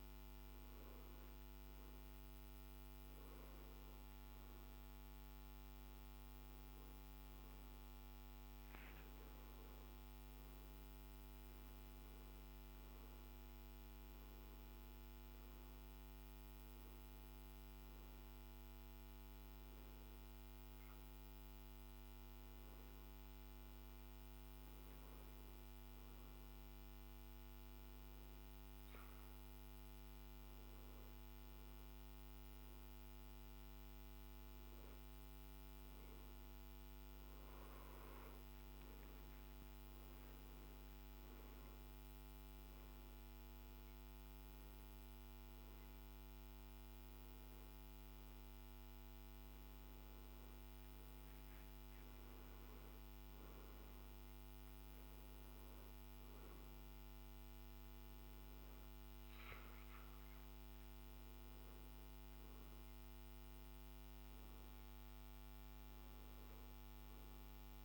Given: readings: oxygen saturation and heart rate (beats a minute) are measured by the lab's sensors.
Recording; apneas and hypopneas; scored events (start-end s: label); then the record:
breathing in sleep, hard to hear, by a microphone on the trachea; none
none scored
From the record:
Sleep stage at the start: N2 (light sleep); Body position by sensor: on the back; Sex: male